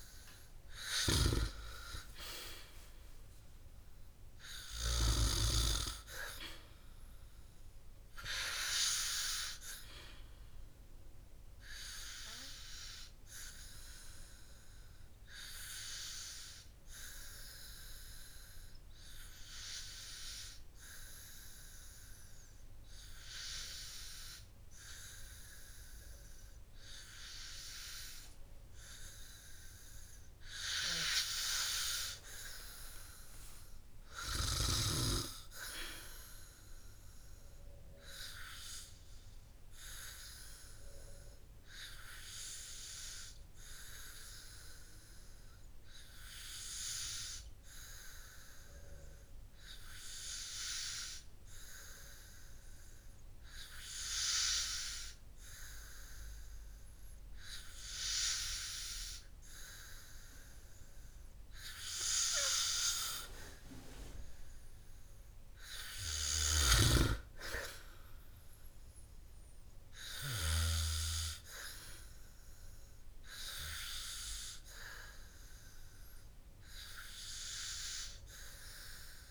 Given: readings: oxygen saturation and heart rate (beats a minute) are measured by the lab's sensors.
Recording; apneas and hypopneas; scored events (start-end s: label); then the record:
breathing in sleep by a room microphone; none
none scored
From the record:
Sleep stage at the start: N2 (light sleep); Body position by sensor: on the back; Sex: male